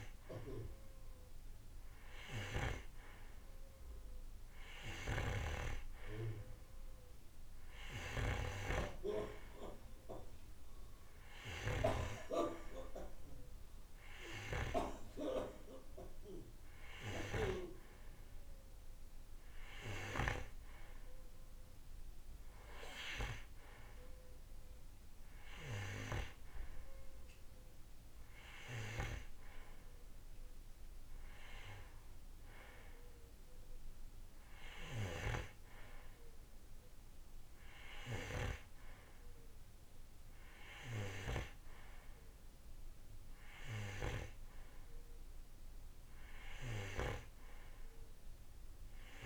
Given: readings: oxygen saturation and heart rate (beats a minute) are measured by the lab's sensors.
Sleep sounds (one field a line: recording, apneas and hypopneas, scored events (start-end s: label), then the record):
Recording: breathing in sleep by a room microphone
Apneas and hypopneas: none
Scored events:
none scored
From the record:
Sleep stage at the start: N2 (light sleep)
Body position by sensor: on the right side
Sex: male